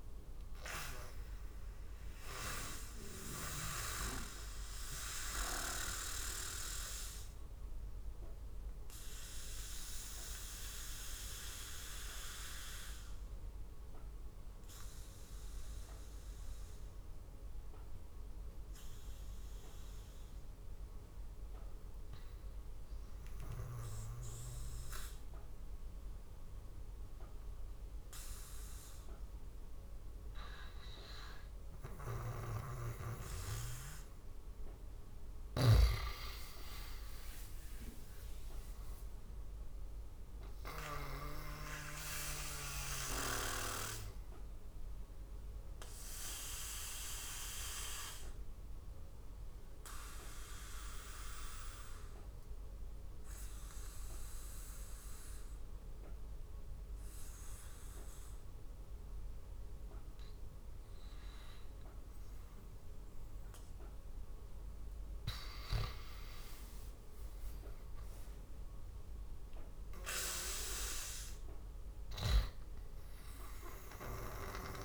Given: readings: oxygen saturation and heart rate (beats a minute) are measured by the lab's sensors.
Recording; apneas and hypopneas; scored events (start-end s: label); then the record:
breathing in sleep by a room microphone; 2
0.00-1.50 s: oxygen desaturation (device-marked, oxygen 89% lowest, heart rate 71 extreme)
0.50-22.00 s: obstructive apnea (oxygen 99% before, 88% lowest, heart rate 76 before, 71 extreme, up 11 after)
14.50-26.50 s: oxygen desaturation (device-marked, oxygen 95% before, 88% lowest, heart rate 79 before, 73 extreme)
31.50-35.50 s: arousal
31.50-40.50 s: snoring (device-marked)
36.50-38.50 s: long interval between heartbeats (device-marked, heart rate 77 before, 89 extreme)
36.50-65.50 s: oxygen desaturation (device-marked, oxygen 99% before, 90% lowest, heart rate 77 before, 75 extreme)
43.50-63.00 s: obstructive apnea (oxygen 99% before, 84% lowest, heart rate 83 before, 75 extreme, up 6 after)
65.00-68.50 s: arousal
69.50-74.00 s: snoring (device-marked)
From the record:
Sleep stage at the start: N2 (light sleep); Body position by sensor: on the back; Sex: male